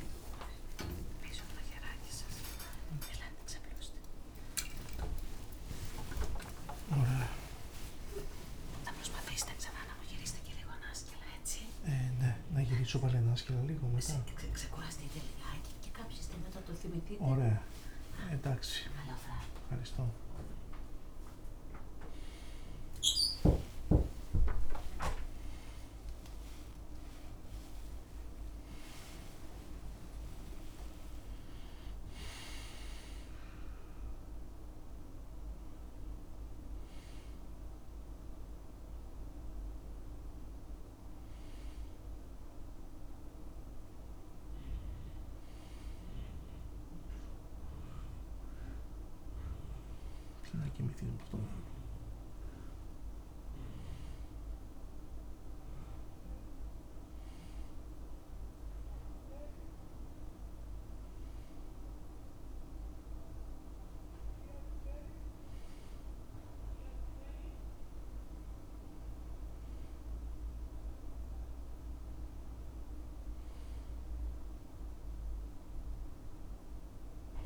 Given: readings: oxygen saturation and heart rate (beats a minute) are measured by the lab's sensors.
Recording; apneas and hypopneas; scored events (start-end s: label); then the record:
a person awake in a sleep study, by a room microphone; none
0.00-5.00 s: tachycardia (device-marked, heart rate 117 extreme)
0.50-2.50 s: long interval between heartbeats (device-marked, heart rate 86 before, 102 extreme)
7.00-11.50 s: snoring (device-marked)
29.00-33.00 s: tachycardia (device-marked, heart rate 76 before, 101 extreme)
45.00-77.46 s: new sleep stage, N1 (lightest sleep)
From the record:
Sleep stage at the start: awake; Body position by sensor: on the right side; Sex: male